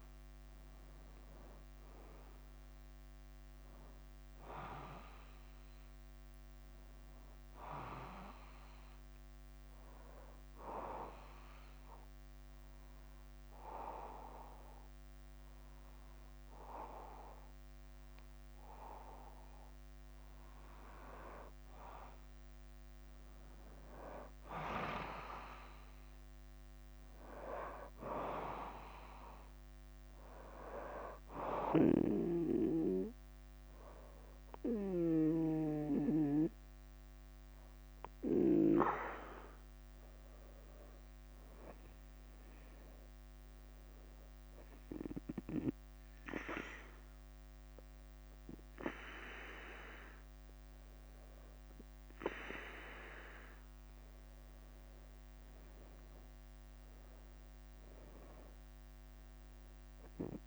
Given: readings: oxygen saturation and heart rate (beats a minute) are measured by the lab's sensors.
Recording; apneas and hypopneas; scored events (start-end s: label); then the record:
breathing in sleep by a microphone on the trachea; 2
0.00-60.47 s: bradycardia (device-marked, heart rate 43 extreme)
2.00-5.00 s: arousal
2.50-15.50 s: oxygen desaturation (device-marked, oxygen 97% before, 94% lowest, heart rate 51 before, 49 extreme)
10.00-20.50 s: obstructive apnea (oxygen 97% before, 91% lowest, heart rate 52 before, 49 extreme, up 3 after)
22.50-26.50 s: arousal
30.50-41.00 s: hypopnea (oxygen 97% before, 91% lowest, heart rate 50 before, 48 extreme, up 3 after)
42.50-46.50 s: arousal
44.50-60.47 s: oxygen desaturation (device-marked, oxygen 95% before, 91% lowest, heart rate 50 before, 44 extreme)
From the record:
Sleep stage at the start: N2 (light sleep); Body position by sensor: on the back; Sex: male